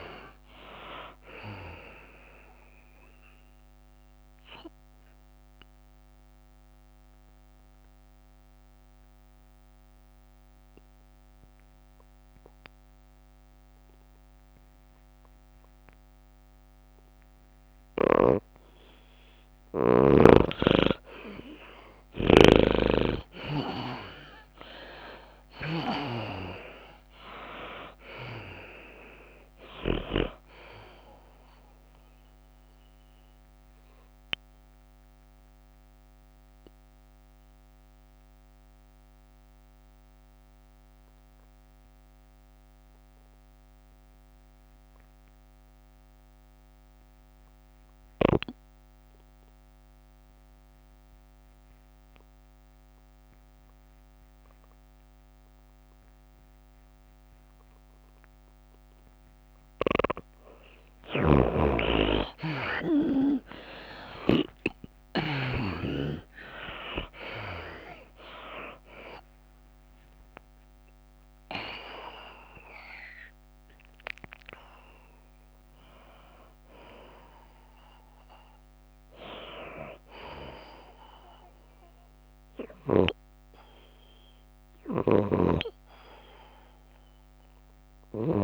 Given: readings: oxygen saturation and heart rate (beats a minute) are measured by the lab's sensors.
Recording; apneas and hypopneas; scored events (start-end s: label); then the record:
breathing in sleep by a microphone on the trachea; 2
0.00-1.00 s: arousal
0.00-12.50 s: drop in pulse transit time (device-marked, heart rate 98 extreme)
0.00-12.50 s: tachycardia (device-marked, heart rate 107 extreme)
0.00-14.50 s: oxygen desaturation (device-marked, oxygen 74% lowest, heart rate 93 extreme)
4.50-18.00 s: mixed apnea (oxygen 98% before, 74% lowest, heart rate 98 before, 99 extreme, up 3 after)
20.00-23.50 s: arousal
20.50-40.50 s: tachycardia (device-marked, heart rate 100 before, 105 extreme)
26.50-45.50 s: oxygen desaturation (device-marked, oxygen 98% before, 83% lowest, heart rate 102 before, 93 extreme)
28.50-42.50 s: drop in pulse transit time (device-marked, heart rate 102 before, 102 extreme)
34.00-60.50 s: mixed apnea (oxygen 98% before, 73% lowest, heart rate 102 before, 93 extreme, up 6 after)
52.50-88.44 s: oxygen desaturation (device-marked, oxygen 98% before, 73% lowest, heart rate 101 before, 93 extreme)
57.00-59.00 s: long interval between heartbeats (device-marked, heart rate 100 before, 97 extreme)
63.50-88.44 s: tachycardia (device-marked, heart rate 100 before, 137 extreme)
66.00-70.50 s: arousal
66.50-81.50 s: drop in pulse transit time (device-marked, heart rate 97 before, 101 extreme)
71.00-73.00 s: long interval between heartbeats (device-marked, heart rate 98 before, 132 extreme)
From the record:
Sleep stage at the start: N2 (light sleep); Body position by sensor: on the back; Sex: female